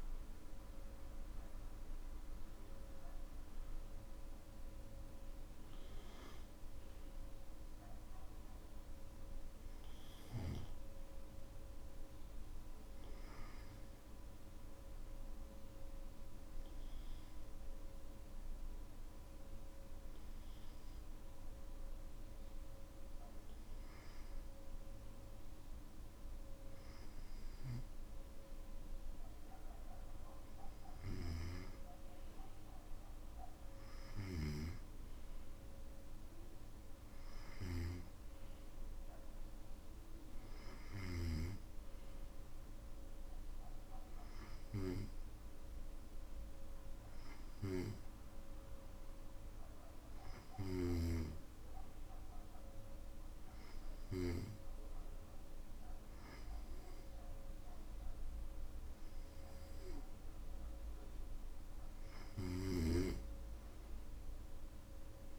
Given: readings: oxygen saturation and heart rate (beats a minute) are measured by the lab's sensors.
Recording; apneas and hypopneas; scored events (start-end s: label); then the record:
breathing in sleep by a room microphone; none
62.50-65.39 s: snoring (device-marked)
From the record:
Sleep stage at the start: N1 (lightest sleep); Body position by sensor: on the back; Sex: male